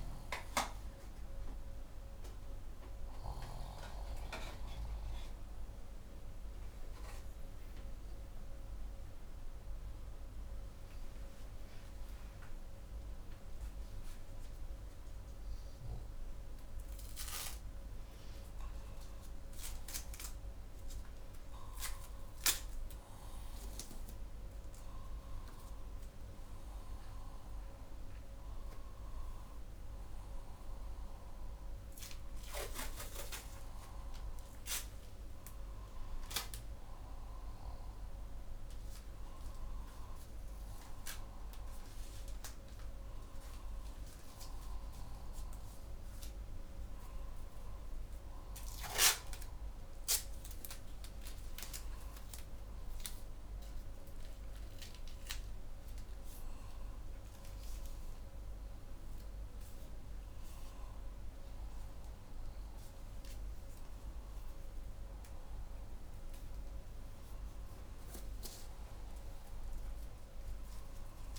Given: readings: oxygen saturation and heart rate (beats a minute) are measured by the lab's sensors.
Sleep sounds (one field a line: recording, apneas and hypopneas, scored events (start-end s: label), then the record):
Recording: breathing in sleep by a room microphone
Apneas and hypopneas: 1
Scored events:
7.50-17.50 s: obstructive apnea (heart rate 63 before, 60 extreme, up 4 after)
19.50-71.39 s: new sleep stage, N1 (lightest sleep)
20.00-23.50 s: arousal
From the record:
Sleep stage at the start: N2 (light sleep)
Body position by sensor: upright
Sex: male